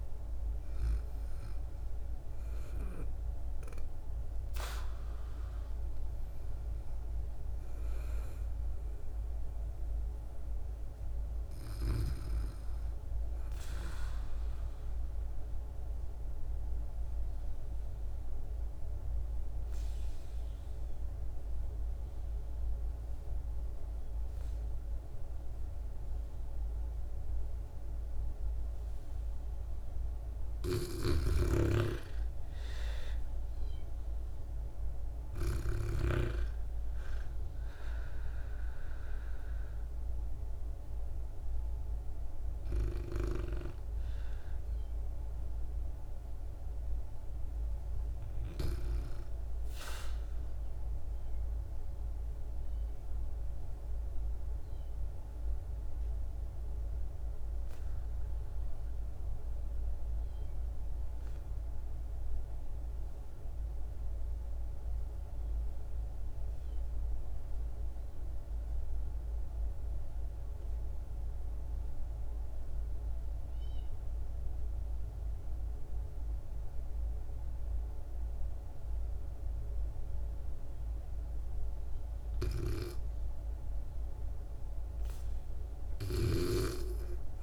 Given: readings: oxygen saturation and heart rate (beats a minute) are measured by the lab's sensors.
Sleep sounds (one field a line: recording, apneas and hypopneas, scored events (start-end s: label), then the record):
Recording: breathing in sleep by a room microphone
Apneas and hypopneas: 2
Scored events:
0.00-9.00 s: oxygen desaturation (device-marked, oxygen 77% lowest, heart rate 49 extreme)
15.50-29.50 s: obstructive apnea (oxygen 98% before, 85% lowest, heart rate 67 before, 52 extreme, up 9 after)
30.50-36.00 s: snoring (device-marked)
33.00-37.00 s: arousal
33.00-58.00 s: oxygen desaturation (device-marked, oxygen 98% before, 90% lowest, heart rate 56 before, 49 extreme)
52.00-81.00 s: obstructive apnea (oxygen 98% before, 78% lowest, heart rate 58 before, 49 extreme, up 2 after)
75.00-87.43 s: oxygen desaturation (device-marked, oxygen 98% before, 78% lowest, heart rate 56 before, 50 extreme)
83.00-87.43 s: arousal
85.50-87.43 s: snoring (device-marked)
From the record:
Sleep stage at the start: REM sleep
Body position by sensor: on the back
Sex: female